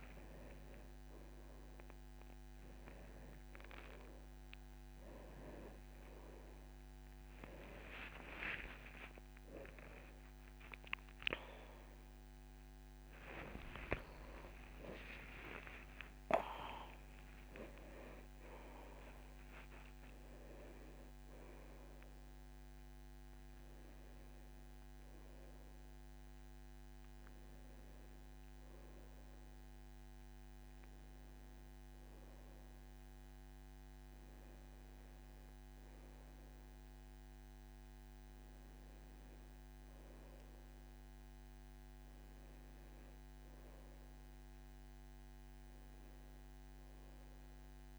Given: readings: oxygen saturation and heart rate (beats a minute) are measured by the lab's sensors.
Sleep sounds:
a person awake in a sleep study, by a microphone on the trachea; none
9.50-47.99 s: new sleep stage, awake
From the record:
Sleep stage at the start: N1 (lightest sleep); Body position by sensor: on the back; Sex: male

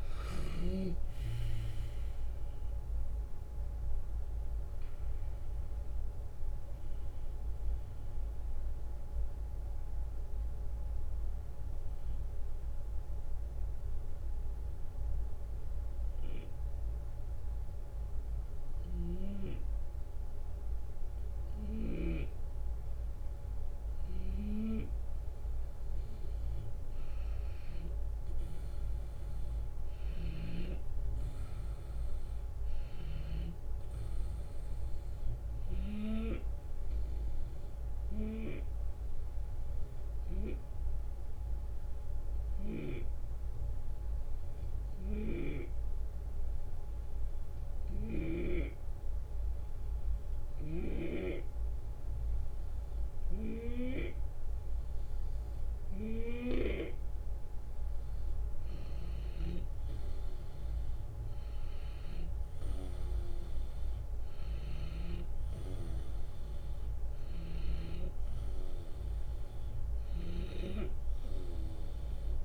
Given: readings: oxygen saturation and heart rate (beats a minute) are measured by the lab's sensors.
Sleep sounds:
breathing in sleep by a room microphone; 2
0.00-5.50 s: oxygen desaturation (device-marked, oxygen 91% lowest, heart rate 74 extreme)
10.00-23.50 s: hypopnea (oxygen 98% before, 90% lowest, heart rate 97 before, 74 extreme, up 3 after)
18.00-21.50 s: snoring (device-marked)
23.50-33.00 s: snoring (device-marked)
25.50-29.50 s: arousal
26.50-48.50 s: oxygen desaturation (device-marked, oxygen 98% before, 91% lowest, heart rate 79 before, 74 extreme)
28.50-47.50 s: drop in pulse transit time (device-marked, heart rate 77 before, 75 extreme)
37.00-54.00 s: hypopnea (oxygen 98% before, 90% lowest, heart rate 76 before, 73 extreme, up 5 after)
44.50-48.00 s: snoring (device-marked)
57.50-62.50 s: arousal
59.50-72.45 s: oxygen desaturation (device-marked, oxygen 95% before, 90% lowest, heart rate 75 before, 70 extreme)
64.00-67.50 s: snoring (device-marked)
From the record:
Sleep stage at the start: REM sleep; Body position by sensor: on the left side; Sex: male

